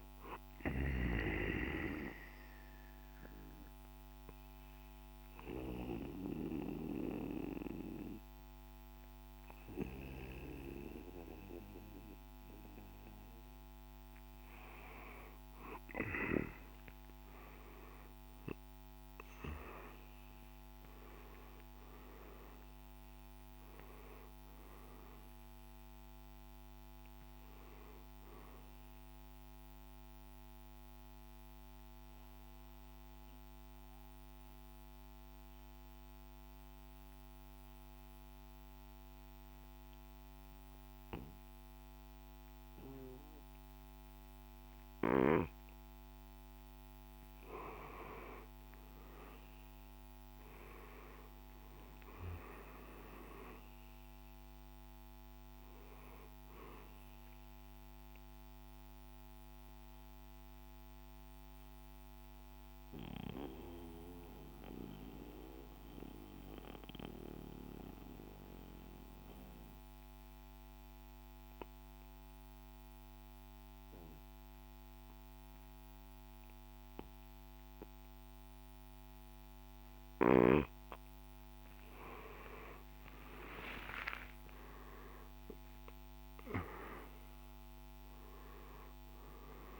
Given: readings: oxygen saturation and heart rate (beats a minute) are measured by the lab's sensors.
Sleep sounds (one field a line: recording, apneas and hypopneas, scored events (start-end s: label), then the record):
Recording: breathing in sleep by a microphone on the trachea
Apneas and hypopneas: 3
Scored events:
0.50-13.00 s: obstructive apnea (oxygen 97% before, 92% lowest, heart rate 59 before, 54 extreme, up 10 after)
16.50-20.00 s: arousal
21.00-37.00 s: drop in pulse transit time (device-marked, heart rate 57 before, 57 extreme)
27.00-46.00 s: oxygen desaturation (device-marked, oxygen 96% before, 92% lowest, heart rate 60 before, 53 extreme)
29.50-45.50 s: obstructive apnea (oxygen 96% before, 87% lowest, heart rate 61 before, 53 extreme, up 9 after)
48.50-53.00 s: arousal
54.00-66.00 s: drop in pulse transit time (device-marked, heart rate 59 before, 53 extreme)
56.50-78.50 s: obstructive apnea (oxygen 97% before, 87% lowest, heart rate 60 before, 53 extreme, up 16 after)
61.00-80.00 s: oxygen desaturation (device-marked, oxygen 97% before, 89% lowest, heart rate 61 before, 53 extreme)
83.00-89.00 s: arousal
From the record:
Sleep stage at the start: N2 (light sleep)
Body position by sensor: on the right side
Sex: male